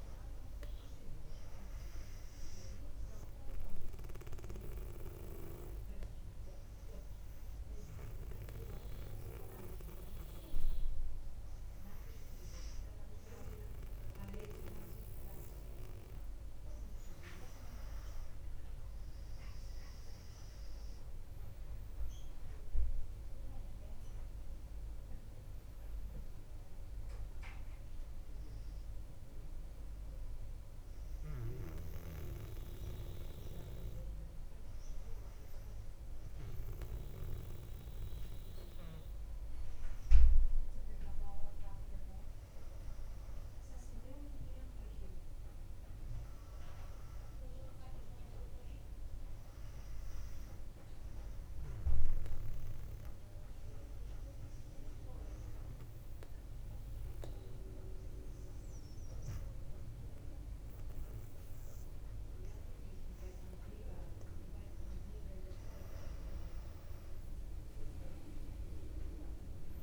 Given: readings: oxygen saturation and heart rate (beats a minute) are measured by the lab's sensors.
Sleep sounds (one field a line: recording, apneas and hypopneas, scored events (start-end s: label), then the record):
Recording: breathing in sleep by a room microphone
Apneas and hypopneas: 3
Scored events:
3.00-16.50 s: obstructive apnea (oxygen 99% before, 95% lowest, heart rate 59 before, 58 extreme, up 4 after)
5.00-16.00 s: oxygen desaturation (device-marked, oxygen 99% before, 95% lowest, heart rate 59 before, 59 extreme)
20.00-23.50 s: arousal
30.00-40.50 s: hypopnea (oxygen 98% before, 97% lowest, heart rate 60 before, 58 extreme, up 0 after)
43.00-47.00 s: arousal
51.00-63.00 s: obstructive apnea (oxygen 99% before, 96% lowest, heart rate 59 before, 57 extreme, up 3 after)
67.50-69.83 s: arousal
From the record:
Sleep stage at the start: REM sleep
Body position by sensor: on the back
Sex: female